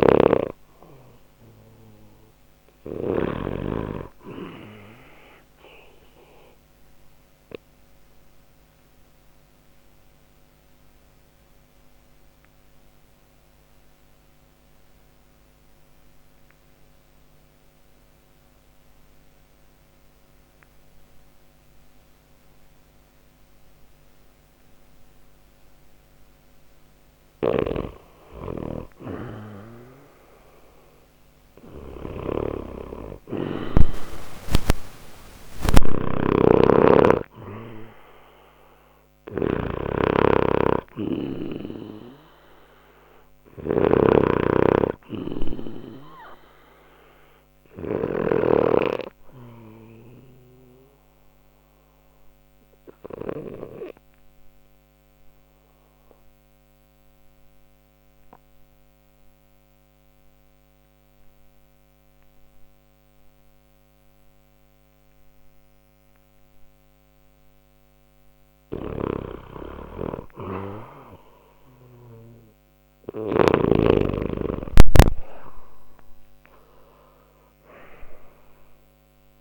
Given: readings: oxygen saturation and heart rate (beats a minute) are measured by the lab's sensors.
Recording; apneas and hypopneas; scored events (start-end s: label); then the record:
breathing in sleep by a microphone on the trachea; 2
0.00-3.00 s: snoring (device-marked)
0.00-15.00 s: oxygen desaturation (device-marked, oxygen 88% lowest, heart rate 59 extreme)
6.00-27.50 s: obstructive apnea (oxygen 96% before, 88% lowest, heart rate 64 before, 59 extreme, up 1 after)
27.00-33.50 s: snoring (device-marked)
29.00-33.00 s: arousal
33.00-58.00 s: oxygen desaturation (device-marked, oxygen 95% before, 88% lowest, heart rate 60 before, 59 extreme)
35.50-48.00 s: snoring (device-marked)
49.00-68.00 s: obstructive apnea (oxygen 96% before, 88% lowest, heart rate 61 before, 60 extreme, up 0 after)
68.50-73.50 s: snoring (device-marked)
72.50-78.00 s: arousal
From the record:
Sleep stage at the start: N2 (light sleep); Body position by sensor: on the left side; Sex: male